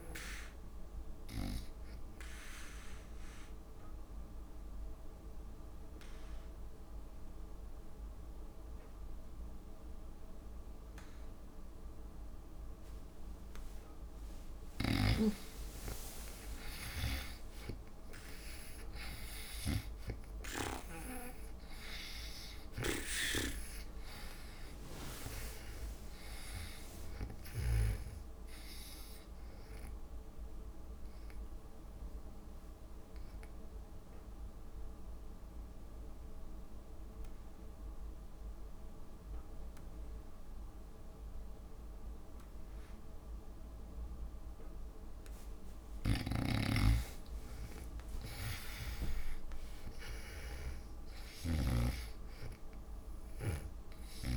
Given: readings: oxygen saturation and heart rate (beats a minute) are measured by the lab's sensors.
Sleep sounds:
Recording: breathing in sleep by a room microphone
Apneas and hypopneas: 2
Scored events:
0.50-14.00 s: obstructive apnea (oxygen 97% before, 85% lowest)
15.50-19.00 s: arousal
16.50-35.50 s: oxygen desaturation (device-marked, oxygen 95% before, 85% lowest)
23.00-28.00 s: snoring (device-marked)
31.00-46.00 s: obstructive apnea (oxygen 95% before, 73% lowest)
46.00-54.36 s: snoring (device-marked)
47.50-54.36 s: oxygen desaturation (device-marked, oxygen 97% before, 87% lowest)
48.00-52.00 s: arousal
From the record:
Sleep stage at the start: N2 (light sleep)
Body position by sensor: on the back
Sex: female

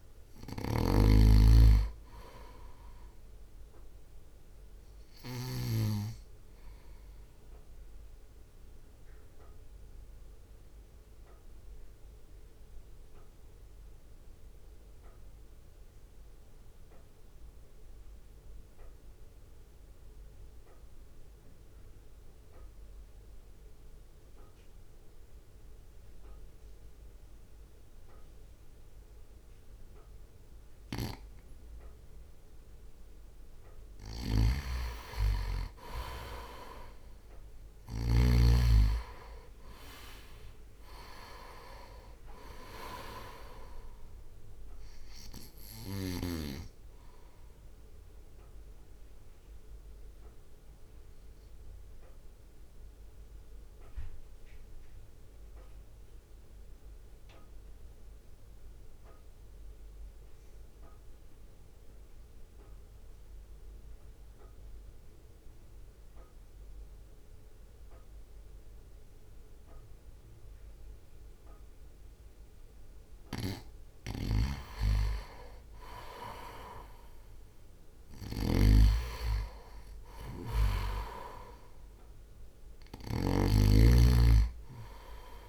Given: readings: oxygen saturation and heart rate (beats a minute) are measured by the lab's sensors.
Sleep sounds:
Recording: breathing in sleep by a room microphone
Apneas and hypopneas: 2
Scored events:
0.00-1.00 s: snoring (device-marked)
0.00-9.00 s: drop in pulse transit time (device-marked, heart rate 52 extreme)
7.00-33.50 s: mixed apnea (oxygen 98% before, 90% lowest, heart rate 56 before, 48 extreme, up 2 after)
18.00-27.00 s: oxygen desaturation (device-marked, oxygen 93% before, 90% lowest, heart rate 54 before, 48 extreme)
34.00-38.50 s: snoring (device-marked)
34.00-44.00 s: oxygen desaturation (device-marked, oxygen 98% before, 92% lowest, heart rate 61 before, 48 extreme)
36.00-39.50 s: arousal
37.00-49.00 s: drop in pulse transit time (device-marked, heart rate 62 before, 48 extreme)
46.00-73.00 s: mixed apnea (oxygen 98% before, 90% lowest, heart rate 59 before, 48 extreme, up 1 after)
61.00-72.00 s: oxygen desaturation (device-marked, oxygen 93% before, 90% lowest, heart rate 52 before, 48 extreme)
74.00-83.50 s: snoring (device-marked)
75.50-78.50 s: arousal
77.00-85.49 s: drop in pulse transit time (device-marked, heart rate 59 before, 48 extreme)
From the record:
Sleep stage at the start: N2 (light sleep)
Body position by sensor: on the right side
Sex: male

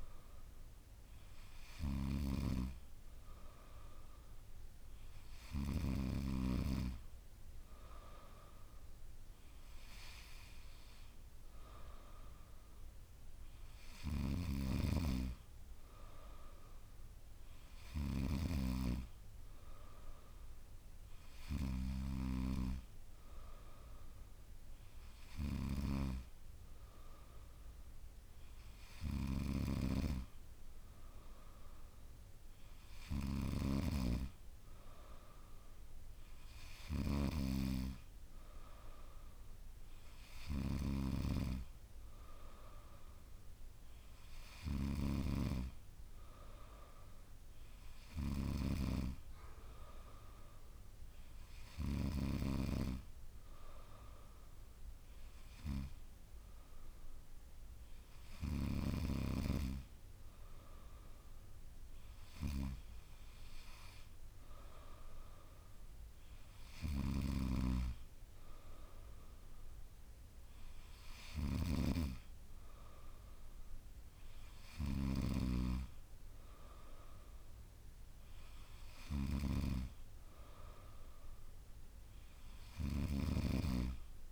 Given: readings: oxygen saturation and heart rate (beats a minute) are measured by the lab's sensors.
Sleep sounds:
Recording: breathing in sleep by a room microphone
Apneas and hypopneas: none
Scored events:
40.50-84.32 s: new sleep stage, N3 (deep sleep)
From the record:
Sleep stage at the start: N2 (light sleep)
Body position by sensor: on the back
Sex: female

